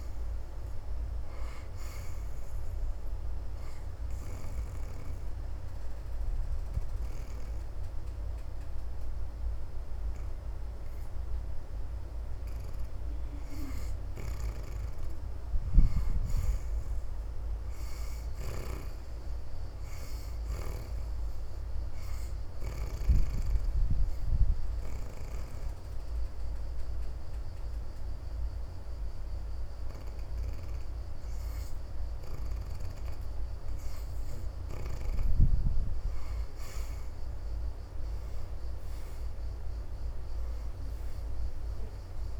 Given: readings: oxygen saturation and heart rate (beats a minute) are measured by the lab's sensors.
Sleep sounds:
breathing in sleep, hard to hear, by a room microphone; 2
0.00-2.50 s: oxygen desaturation (device-marked, oxygen 64% lowest, heart rate 73 extreme)
3.00-13.00 s: obstructive apnea (oxygen 80% before, 63% lowest, heart rate 77 before, 76 extreme, up 2 after)
7.50-23.50 s: oxygen desaturation (device-marked, oxygen 81% before, 69% lowest, heart rate 76 before, 76 extreme)
14.50-18.00 s: arousal
21.50-34.00 s: obstructive apnea (oxygen 81% before, 61% lowest, heart rate 79 before, 74 extreme, up 4 after)
25.50-42.40 s: oxygen desaturation (device-marked, oxygen 80% before, 64% lowest, heart rate 79 before, 74 extreme)
39.00-42.40 s: arousal
From the record:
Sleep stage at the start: N2 (light sleep); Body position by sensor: on the back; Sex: female

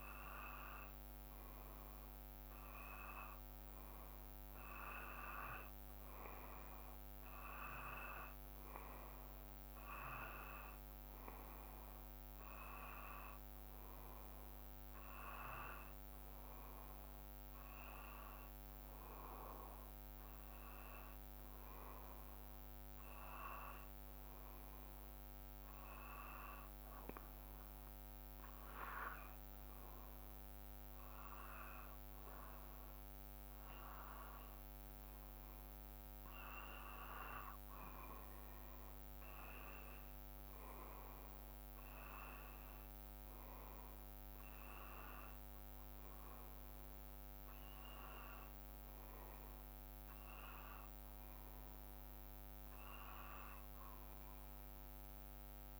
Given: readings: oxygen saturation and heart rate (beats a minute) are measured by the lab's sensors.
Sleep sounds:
breathing in sleep by a microphone on the trachea; none
none scored
From the record:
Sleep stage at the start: N2 (light sleep); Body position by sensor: on the back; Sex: male

